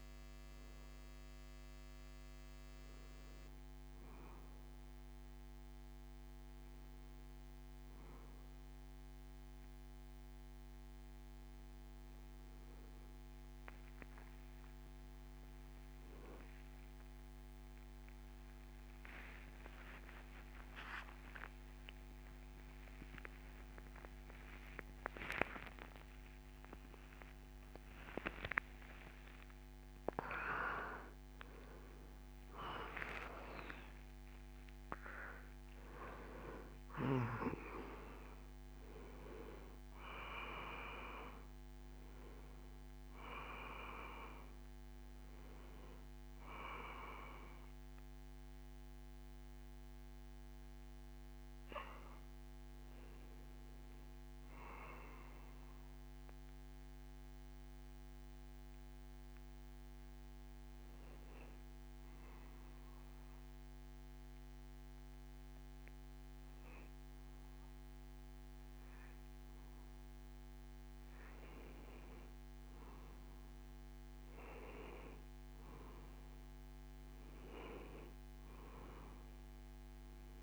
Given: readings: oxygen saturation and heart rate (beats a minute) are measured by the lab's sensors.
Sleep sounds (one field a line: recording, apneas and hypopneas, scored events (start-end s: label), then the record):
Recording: a person partly awake in a sleep study, by a microphone on the trachea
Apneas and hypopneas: none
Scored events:
9.00-39.00 s: new sleep stage, awake
39.00-80.43 s: new sleep stage, N1 (lightest sleep)
From the record:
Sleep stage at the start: N2 (light sleep)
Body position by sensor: on the back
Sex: male